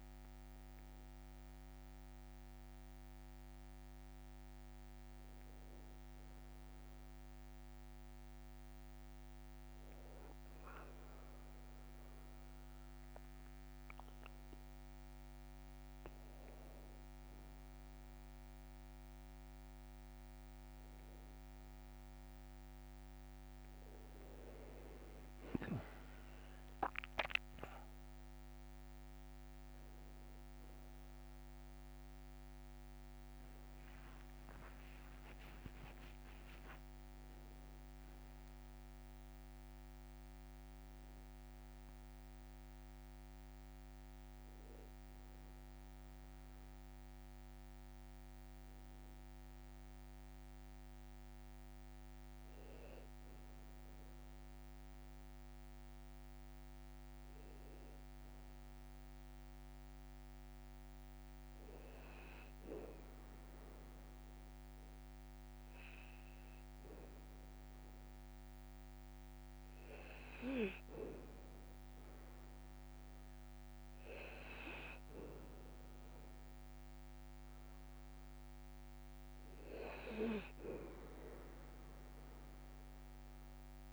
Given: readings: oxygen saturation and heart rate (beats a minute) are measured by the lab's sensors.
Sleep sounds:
breathing in sleep by a microphone on the trachea; 2
5.00-18.00 s: hypopnea (oxygen 97% before, 96% lowest, heart rate 56 before, 57 extreme, up 6 after)
21.50-27.00 s: arousal
36.00-38.00 s: long interval between heartbeats (device-marked, heart rate 62 before, 92 extreme)
60.50-71.00 s: hypopnea (oxygen 98% before, 95% lowest, heart rate 58 before, 57 extreme, up 2 after)
73.00-76.50 s: arousal
From the record:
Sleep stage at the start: N2 (light sleep); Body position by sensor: on the back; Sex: male

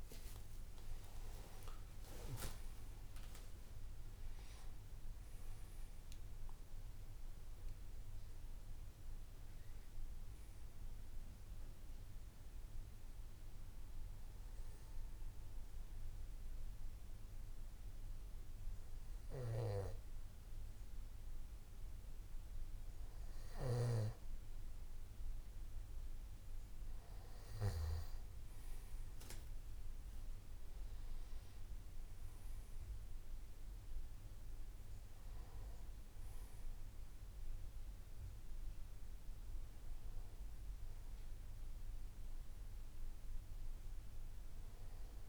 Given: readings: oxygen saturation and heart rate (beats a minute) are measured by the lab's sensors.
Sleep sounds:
breathing in sleep by a room microphone; 1
1.50-7.00 s: arousal
14.00-25.00 s: hypopnea (oxygen 95% before, 94% lowest, heart rate 66 before, 56 extreme, up 2 after)
30.50-34.00 s: arousal
From the record:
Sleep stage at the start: N2 (light sleep); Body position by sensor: on the back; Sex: male

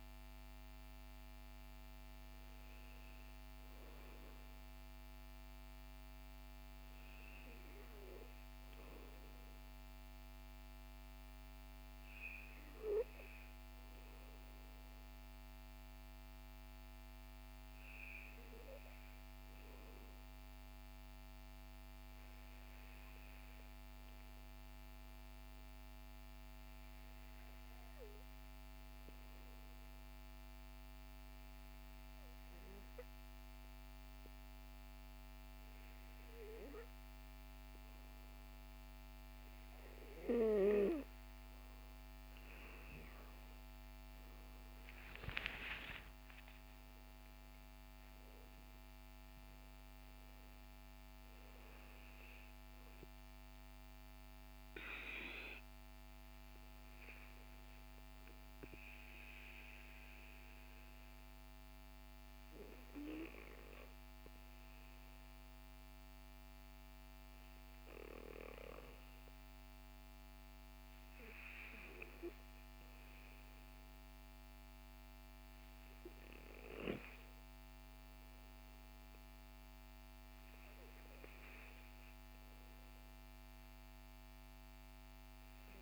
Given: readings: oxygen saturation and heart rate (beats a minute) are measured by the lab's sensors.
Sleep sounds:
breathing in sleep by a microphone on the trachea; 2
20.00-40.00 s: obstructive apnea (oxygen 98% before, 92% lowest, heart rate 50 before, 46 extreme, up 16 after)
38.00-64.00 s: oxygen desaturation (device-marked, oxygen 96% before, 92% lowest, heart rate 53 before, 46 extreme)
43.50-48.00 s: arousal
57.00-70.00 s: hypopnea (oxygen 97% before, 92% lowest, heart rate 59 before, 51 extreme, up 16 after)
72.50-76.00 s: arousal
From the record:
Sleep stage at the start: N2 (light sleep); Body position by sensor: on the back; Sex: male

